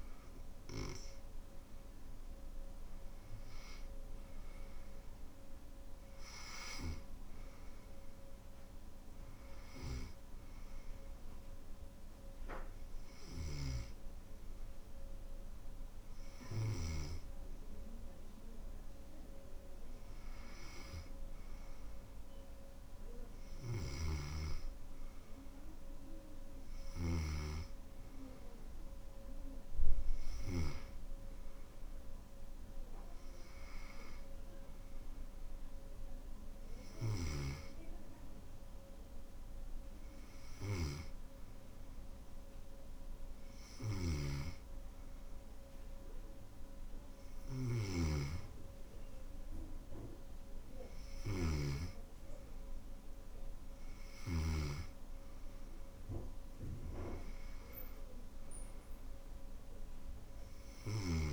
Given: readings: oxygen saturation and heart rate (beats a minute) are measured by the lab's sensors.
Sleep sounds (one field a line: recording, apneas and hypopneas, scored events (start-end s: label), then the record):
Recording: breathing in sleep by a room microphone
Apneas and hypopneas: 1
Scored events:
11.00-21.50 s: hypopnea (oxygen 96% before, 95% lowest, heart rate 68 before, 60 extreme, up 6 after)
24.00-28.00 s: arousal
From the record:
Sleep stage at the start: N2 (light sleep)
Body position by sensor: on the back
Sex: male